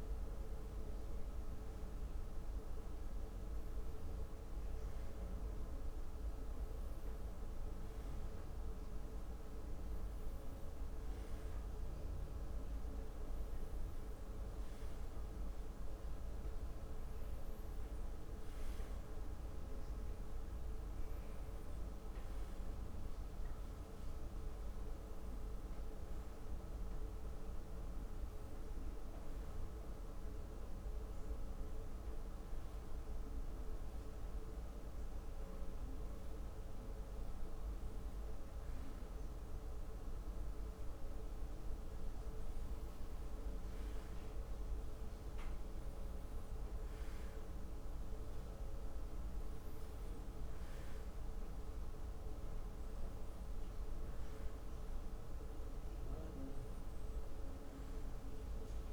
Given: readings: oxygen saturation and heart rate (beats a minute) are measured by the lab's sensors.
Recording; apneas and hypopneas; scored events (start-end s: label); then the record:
breathing in sleep, hard to hear, by a room microphone; none
32.00-58.93 s: new sleep stage, N1 (lightest sleep)
From the record:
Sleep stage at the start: N2 (light sleep); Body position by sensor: on the left side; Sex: male